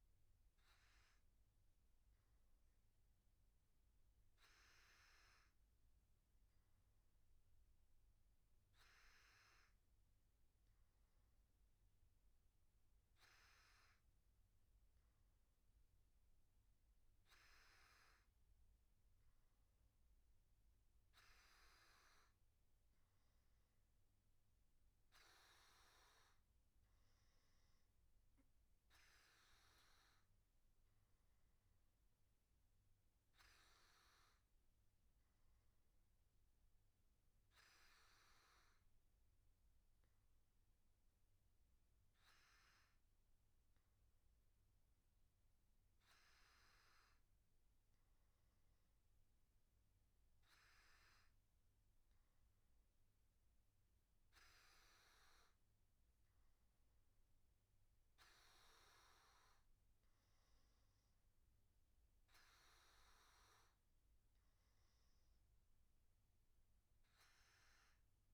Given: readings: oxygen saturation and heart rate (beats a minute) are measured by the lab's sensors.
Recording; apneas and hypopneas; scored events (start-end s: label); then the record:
breathing in sleep, hard to hear, by a room microphone; none
none scored
From the record:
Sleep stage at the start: N1 (lightest sleep); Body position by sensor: on the back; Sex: male